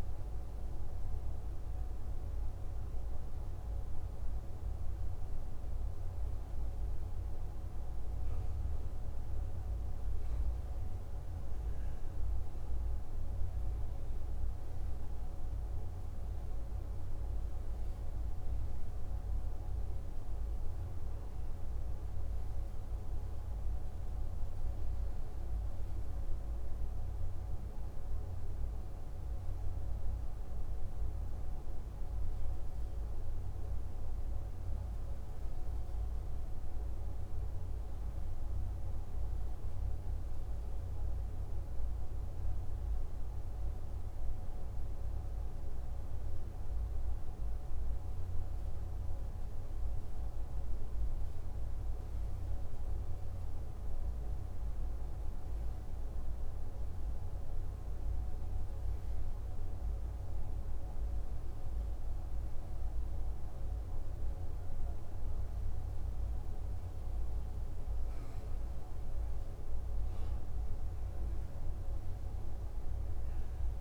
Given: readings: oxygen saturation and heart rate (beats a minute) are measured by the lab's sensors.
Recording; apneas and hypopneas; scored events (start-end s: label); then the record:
breathing in sleep, hard to hear, by a room microphone; none
none scored
From the record:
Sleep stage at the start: REM sleep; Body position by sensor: on the back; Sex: male